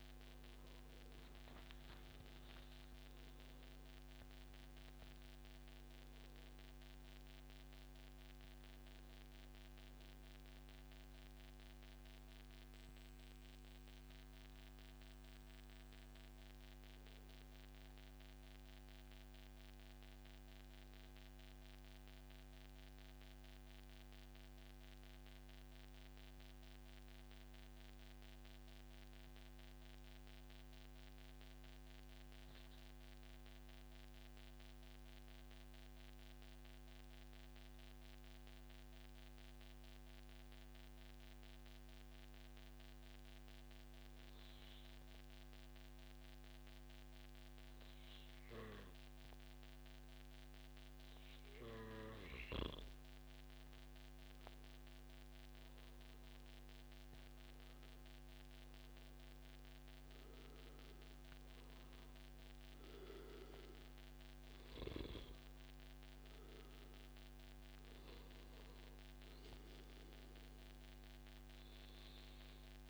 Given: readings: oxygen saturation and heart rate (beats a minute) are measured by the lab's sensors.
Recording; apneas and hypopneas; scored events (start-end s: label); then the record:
breathing in sleep, hard to hear, by a microphone on the trachea; 1
0.00-1.00 s: arousal
0.00-8.00 s: oxygen desaturation (device-marked, oxygen 94% lowest, heart rate 97 extreme)
10.00-31.00 s: oxygen desaturation (device-marked, oxygen 95% before, 92% lowest, heart rate 133 before, 97 extreme)
14.50-16.50 s: long interval between heartbeats (device-marked, heart rate 138 before, 134 extreme)
19.00-51.00 s: mixed apnea (oxygen 97% before, 92% lowest, heart rate 138 before, 106 extreme, up 9 after)
19.50-21.50 s: long interval between heartbeats (device-marked, heart rate 138 before, 98 extreme)
22.00-24.00 s: long interval between heartbeats (device-marked, heart rate 131 before, 99 extreme)
25.50-27.50 s: long interval between heartbeats (device-marked, heart rate 125 before, 108 extreme)
51.00-71.00 s: oxygen desaturation (device-marked, oxygen 98% before, 92% lowest, heart rate 118 before, 107 extreme)
52.00-54.00 s: long interval between heartbeats (device-marked, heart rate 117 before, 115 extreme)
53.50-58.00 s: arousal
From the record:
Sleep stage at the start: N2 (light sleep); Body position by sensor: on the back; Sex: male